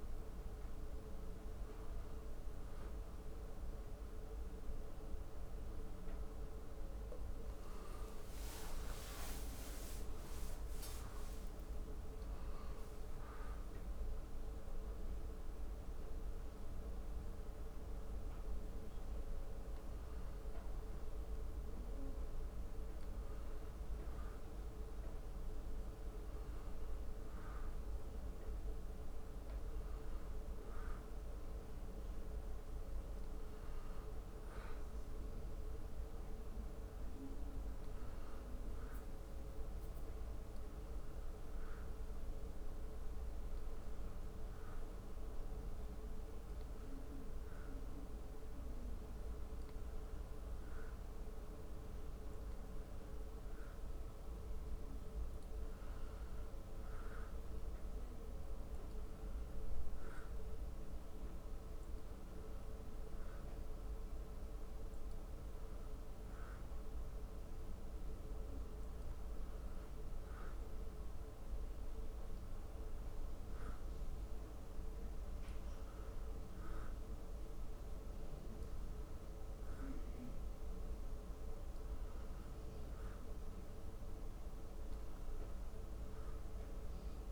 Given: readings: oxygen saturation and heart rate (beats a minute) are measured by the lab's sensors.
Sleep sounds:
breathing in sleep, hard to hear, by a room microphone; none
none scored
From the record:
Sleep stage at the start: N2 (light sleep); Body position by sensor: on the back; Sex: male

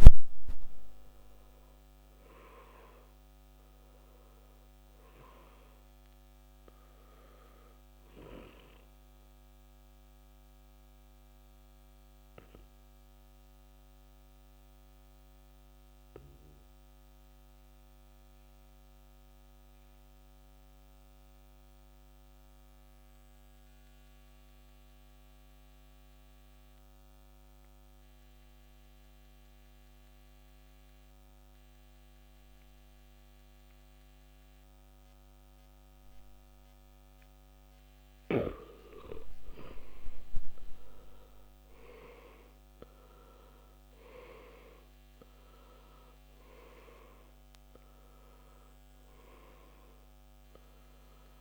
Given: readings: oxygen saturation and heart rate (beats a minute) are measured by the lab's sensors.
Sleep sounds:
breathing in sleep by a microphone on the trachea; 1
0.00-2.50 s: arousal
11.00-38.00 s: obstructive apnea (oxygen 96% before, 87% lowest, heart rate 55 before, 49 extreme, up 15 after)
21.00-34.00 s: oxygen desaturation (device-marked, oxygen 95% before, 91% lowest, heart rate 53 before, 50 extreme)
39.00-43.50 s: arousal
From the record:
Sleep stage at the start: N2 (light sleep); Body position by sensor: on the back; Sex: male

